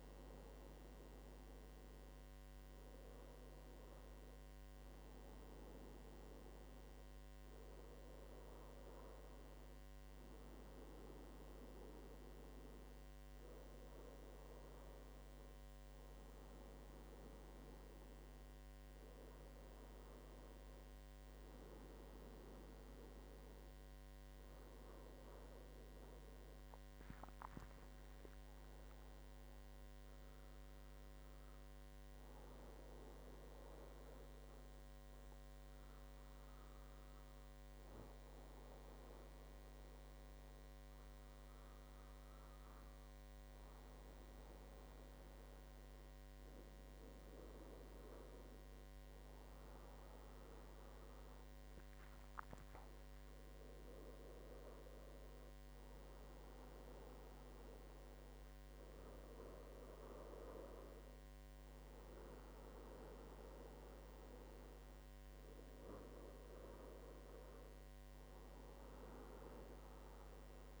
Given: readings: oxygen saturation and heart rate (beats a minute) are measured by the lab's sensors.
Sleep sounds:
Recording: a person awake in a sleep study, by a microphone on the trachea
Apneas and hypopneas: none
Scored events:
none scored
From the record:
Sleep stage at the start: awake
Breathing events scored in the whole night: 363 in 5.3 hours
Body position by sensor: on the back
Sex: male

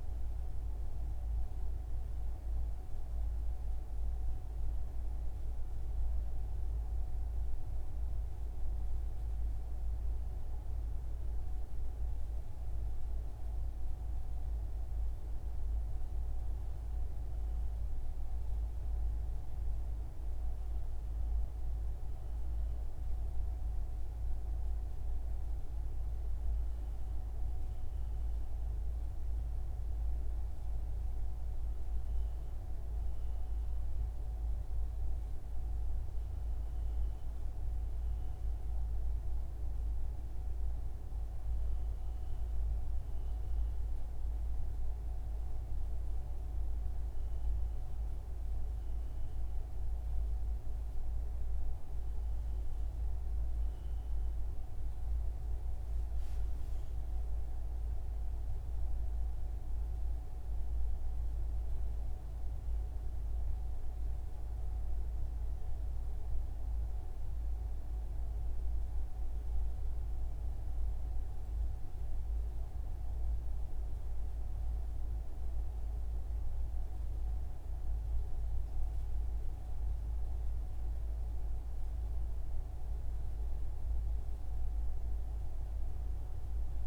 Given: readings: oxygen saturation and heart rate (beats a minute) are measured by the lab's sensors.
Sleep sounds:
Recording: breathing in sleep, hard to hear, by a room microphone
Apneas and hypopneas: none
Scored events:
72.50-86.87 s: new sleep stage, REM sleep
From the record:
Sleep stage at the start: N1 (lightest sleep)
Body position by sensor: on the front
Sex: male

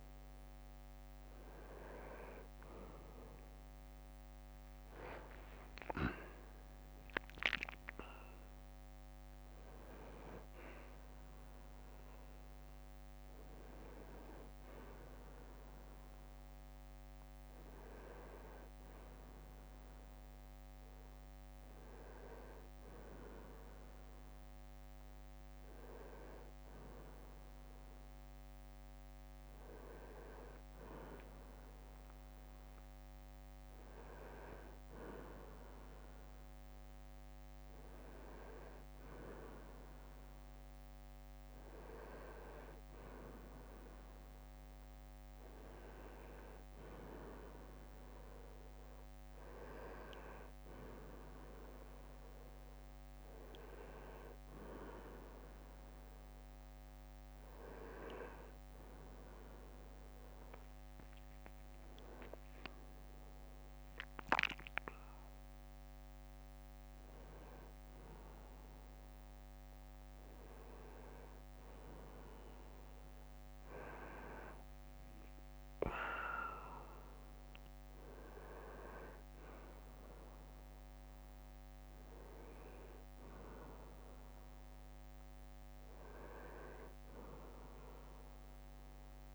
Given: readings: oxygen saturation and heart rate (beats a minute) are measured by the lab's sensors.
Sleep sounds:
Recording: a person awake in a sleep study, by a microphone on the trachea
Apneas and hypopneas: none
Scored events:
none scored
From the record:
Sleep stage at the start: awake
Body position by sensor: on the back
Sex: male

